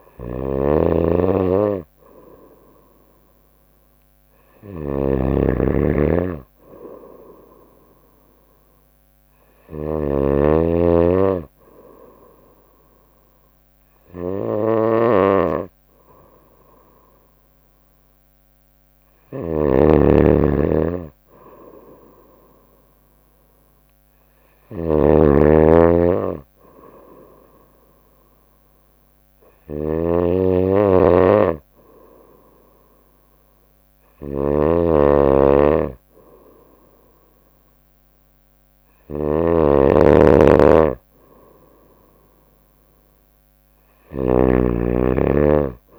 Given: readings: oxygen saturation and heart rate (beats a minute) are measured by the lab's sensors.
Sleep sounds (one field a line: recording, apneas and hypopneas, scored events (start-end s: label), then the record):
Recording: breathing in sleep by a microphone on the trachea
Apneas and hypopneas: none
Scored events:
0.00-10.00 s: drop in pulse transit time (device-marked, heart rate 65 extreme)
0.00-45.99 s: snoring (device-marked)
From the record:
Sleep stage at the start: N2 (light sleep)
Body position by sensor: on the right side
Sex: female